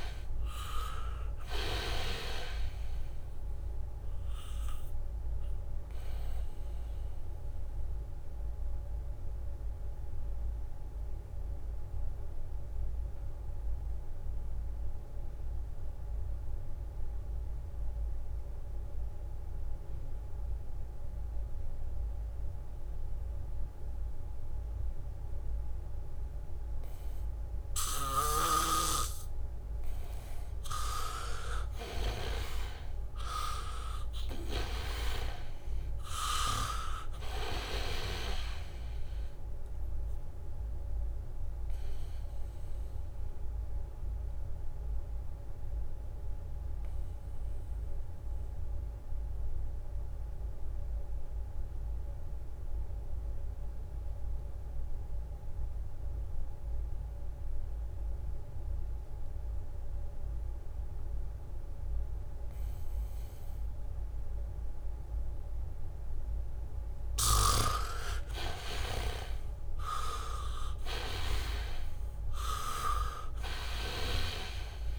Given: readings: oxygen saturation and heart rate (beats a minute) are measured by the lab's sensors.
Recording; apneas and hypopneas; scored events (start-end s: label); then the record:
breathing in sleep by a room microphone; 2
0.00-2.50 s: snoring (device-marked)
0.00-17.00 s: oxygen desaturation (device-marked, oxygen 79% lowest, heart rate 68 extreme)
0.50-8.00 s: leg movement (device-marked)
6.00-29.50 s: obstructive apnea (oxygen 99% before, 79% lowest, heart rate 75 before, 68 extreme, up 2 after)
23.50-26.00 s: leg movement (device-marked)
28.00-54.00 s: oxygen desaturation (device-marked, oxygen 99% before, 83% lowest, heart rate 76 before, 65 extreme)
28.50-33.00 s: snoring (device-marked)
28.50-35.50 s: leg movement (device-marked)
32.00-35.00 s: arousal
40.50-66.50 s: mixed apnea (oxygen 99% before, 79% lowest, heart rate 73 before, 65 extreme, up 7 after)
54.00-61.50 s: leg movement (device-marked)
60.00-74.99 s: oxygen desaturation (device-marked, oxygen 99% before, 79% lowest, heart rate 74 before, 65 extreme)
63.50-66.00 s: leg movement (device-marked)
67.50-72.00 s: snoring (device-marked)
68.50-72.50 s: arousal
From the record:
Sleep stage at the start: N2 (light sleep); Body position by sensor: on the back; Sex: male